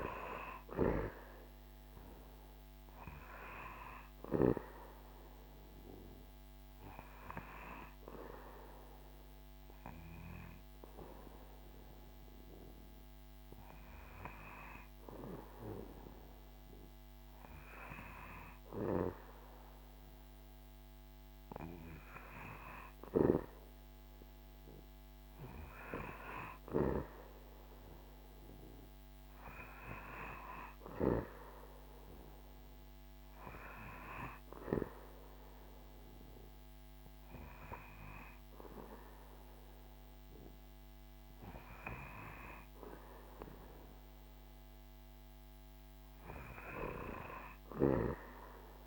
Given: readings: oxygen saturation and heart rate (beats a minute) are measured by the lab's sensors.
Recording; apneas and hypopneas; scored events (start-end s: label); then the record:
breathing in sleep by a microphone on the trachea; 2
4.50-17.00 s: obstructive apnea (oxygen 96% before, 93% lowest, heart rate 78 before, 69 extreme, up 6 after)
20.00-24.00 s: arousal
34.00-44.50 s: obstructive apnea (oxygen 96% before, 94% lowest, heart rate 73 before, 75 extreme, up 4 after)
45.50-48.50 s: arousal
From the record:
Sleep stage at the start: N2 (light sleep); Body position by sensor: on the back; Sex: male